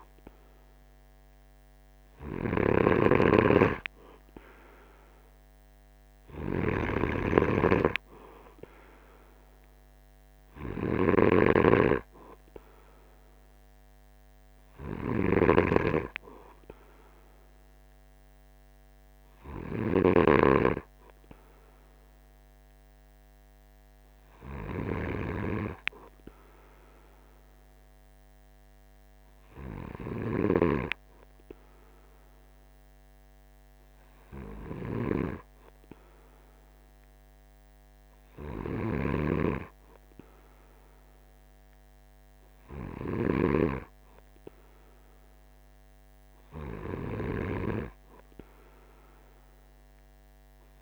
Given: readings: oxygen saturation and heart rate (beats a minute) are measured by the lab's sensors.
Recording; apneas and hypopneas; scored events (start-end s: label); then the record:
a person awake in a sleep study, by a microphone on the trachea; none
2.50-30.50 s: snoring (device-marked)
30.00-50.82 s: new sleep stage, N2 (light sleep)
47.00-50.82 s: snoring (device-marked)
From the record:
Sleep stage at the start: awake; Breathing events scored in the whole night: 239 in 6.0 hours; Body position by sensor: on the right side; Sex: male